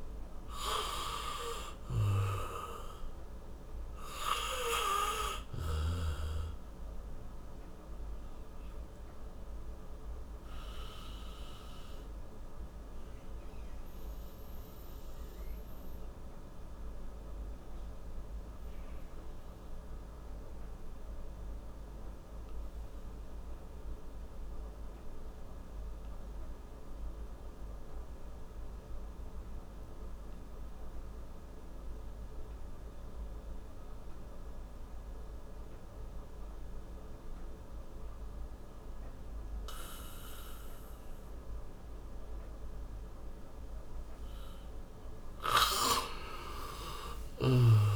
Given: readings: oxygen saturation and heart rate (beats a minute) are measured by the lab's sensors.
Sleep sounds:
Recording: breathing in sleep by a room microphone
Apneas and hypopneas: 1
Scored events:
8.50-43.00 s: obstructive apnea (oxygen 95% before, 87% lowest, heart rate 66 before, 54 extreme, up 20 after)
13.50-25.50 s: oxygen desaturation (device-marked, oxygen 95% before, 87% lowest, heart rate 66 before, 55 extreme)
41.50-47.95 s: oxygen desaturation (device-marked, oxygen 98% before, 87% lowest, heart rate 59 before, 54 extreme)
46.00-47.95 s: arousal
From the record:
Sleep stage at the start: N2 (light sleep)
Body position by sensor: on the back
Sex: male

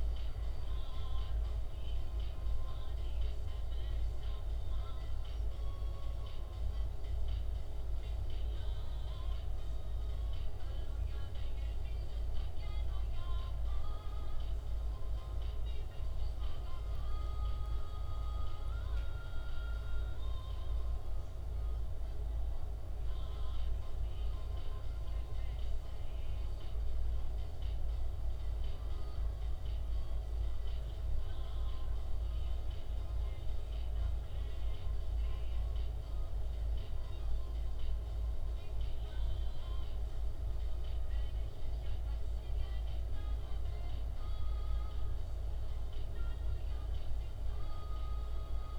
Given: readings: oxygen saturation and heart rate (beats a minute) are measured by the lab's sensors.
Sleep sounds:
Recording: breathing in sleep, hard to hear, by a room microphone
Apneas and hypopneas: none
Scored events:
18.50-21.50 s: arousal
From the record:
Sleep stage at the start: N2 (light sleep)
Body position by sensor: on the back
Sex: male

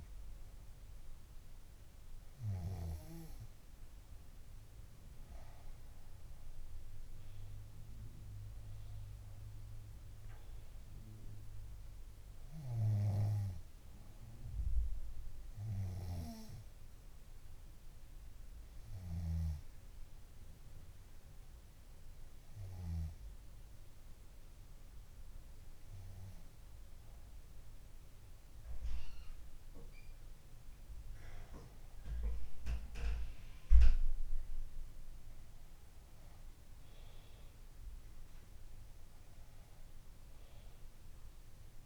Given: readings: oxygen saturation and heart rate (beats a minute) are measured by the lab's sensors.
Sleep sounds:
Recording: breathing in sleep by a room microphone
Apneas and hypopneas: 1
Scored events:
3.00-27.00 s: oxygen desaturation (device-marked, oxygen 99% before, 93% lowest, heart rate 72 before, 61 extreme)
15.50-27.00 s: hypopnea (oxygen 99% before, 93% lowest, heart rate 75 before, 61 extreme, up 0 after)
34.00-37.50 s: arousal
36.00-41.86 s: oxygen desaturation (device-marked, oxygen 97% before, 93% lowest, heart rate 71 before, 61 extreme)
From the record:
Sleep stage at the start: N2 (light sleep)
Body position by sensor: on the back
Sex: female

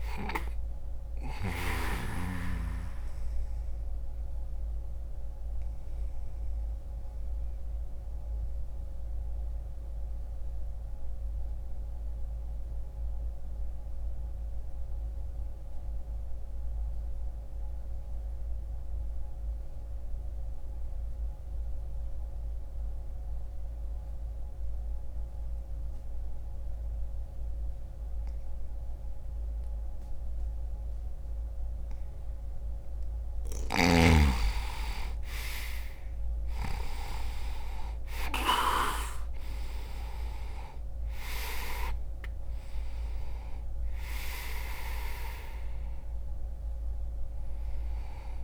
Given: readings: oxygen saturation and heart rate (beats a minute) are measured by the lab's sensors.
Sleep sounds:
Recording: breathing in sleep by a room microphone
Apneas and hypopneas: 1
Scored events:
1.50-28.50 s: oxygen desaturation (device-marked, oxygen 98% before, 84% lowest)
2.00-31.50 s: obstructive apnea (oxygen 99% before, 84% lowest)
33.00-38.00 s: arousal
From the record:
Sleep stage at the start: N2 (light sleep)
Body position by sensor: on the back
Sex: male

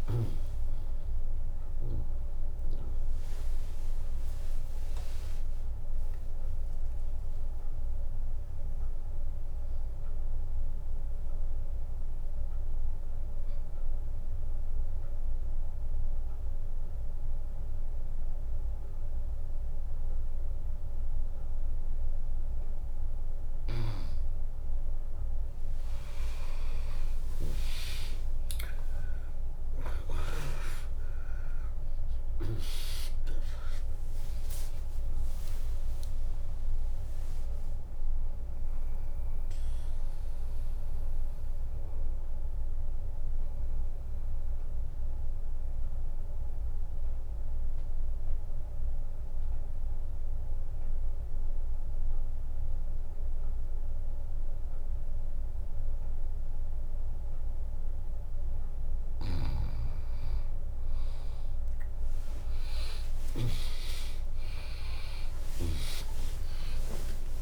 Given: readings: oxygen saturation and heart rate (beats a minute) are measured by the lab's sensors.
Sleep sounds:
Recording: breathing in sleep by a room microphone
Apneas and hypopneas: 2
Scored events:
0.00-1.50 s: oxygen desaturation (device-marked, oxygen 95% lowest, heart rate 55 extreme)
0.00-8.50 s: drop in pulse transit time (device-marked, heart rate 60 extreme)
10.50-23.00 s: obstructive apnea (oxygen 99% before, 93% lowest, heart rate 91 before, 55 extreme, up 3 after)
11.50-19.50 s: oxygen desaturation (device-marked, oxygen 96% before, 93% lowest, heart rate 93 before, 55 extreme)
12.50-28.50 s: bradycardia (device-marked, heart rate 72 before, 55 extreme)
25.00-29.50 s: arousal
29.50-50.50 s: drop in pulse transit time (device-marked, heart rate 62 before, 56 extreme)
35.50-51.50 s: oxygen desaturation (device-marked, oxygen 100% before, 96% lowest, heart rate 58 before, 54 extreme)
39.00-58.00 s: obstructive apnea (oxygen 100% before, 95% lowest, heart rate 62 before, 54 extreme, up 23 after)
52.50-59.50 s: bradycardia (device-marked, heart rate 72 before, 54 extreme)
62.50-67.42 s: arousal
64.50-67.42 s: tachycardia (device-marked, heart rate 71 before, 163 extreme)
From the record:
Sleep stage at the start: N2 (light sleep)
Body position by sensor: on the back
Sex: female

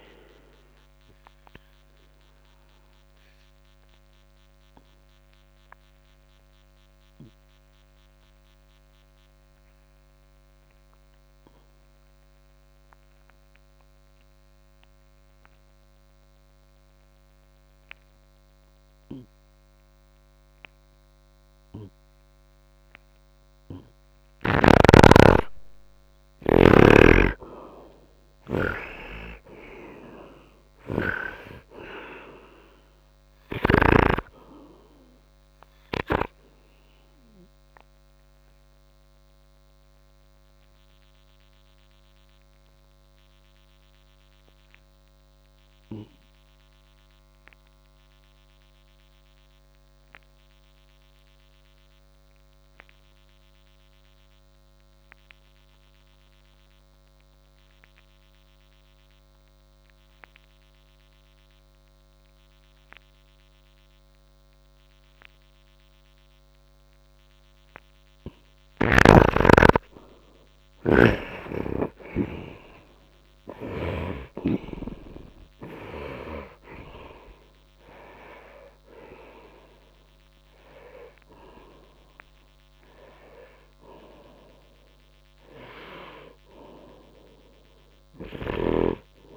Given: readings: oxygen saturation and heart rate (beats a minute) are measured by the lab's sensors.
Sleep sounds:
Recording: breathing in sleep by a microphone on the trachea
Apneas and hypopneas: 2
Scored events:
1.50-23.50 s: oxygen desaturation (device-marked, oxygen 97% before, 71% lowest, heart rate 60 before, 57 extreme)
3.00-22.00 s: obstructive apnea (oxygen 97% before, 71% lowest, heart rate 60 before, 57 extreme)
17.50-19.50 s: long interval between heartbeats (device-marked, heart rate 75 before, 80 extreme)
25.50-29.50 s: arousal
26.50-34.00 s: snoring (device-marked)
32.50-57.50 s: oxygen desaturation (device-marked, oxygen 99% before, 73% lowest, heart rate 69 before, 48 extreme)
36.50-67.00 s: obstructive apnea (oxygen 99% before, 67% lowest, heart rate 67 before, 48 extreme, up 6 after)
71.00-75.00 s: arousal
76.50-89.37 s: oxygen desaturation (device-marked, oxygen 95% before, 67% lowest, heart rate 51 before, 70 extreme)
88.00-89.37 s: snoring (device-marked)
From the record:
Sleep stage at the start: N2 (light sleep)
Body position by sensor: on the right side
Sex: male

